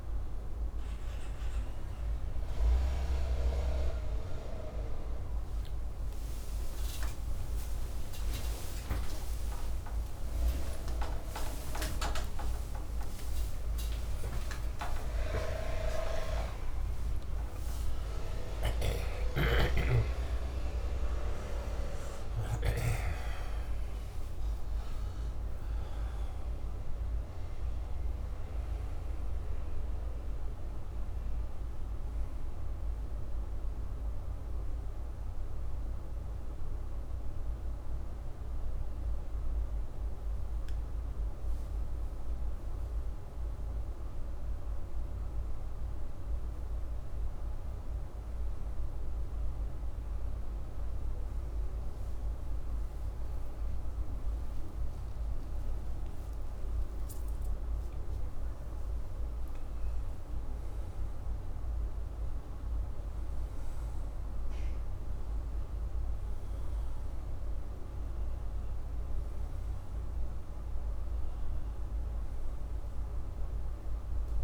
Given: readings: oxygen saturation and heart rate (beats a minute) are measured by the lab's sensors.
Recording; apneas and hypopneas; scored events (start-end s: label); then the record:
a person awake in a sleep study, by a room microphone; none
31.00-44.00 s: oxygen desaturation (device-marked, oxygen 97% before, 88% lowest)
From the record:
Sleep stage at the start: awake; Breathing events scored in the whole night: 218 in 4.9 hours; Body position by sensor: upright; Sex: male